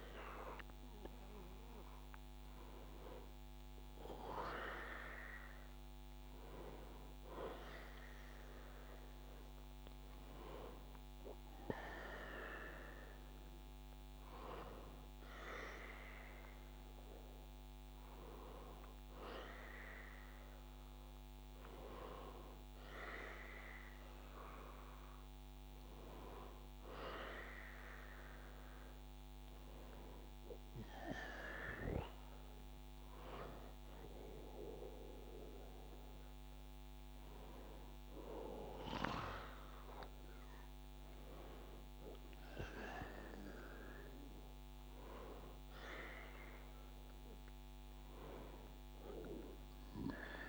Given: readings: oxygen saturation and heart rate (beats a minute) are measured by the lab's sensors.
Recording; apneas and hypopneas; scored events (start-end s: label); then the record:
a person awake in a sleep study, by a microphone on the trachea; none
none scored
From the record:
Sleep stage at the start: awake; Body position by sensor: on the back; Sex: male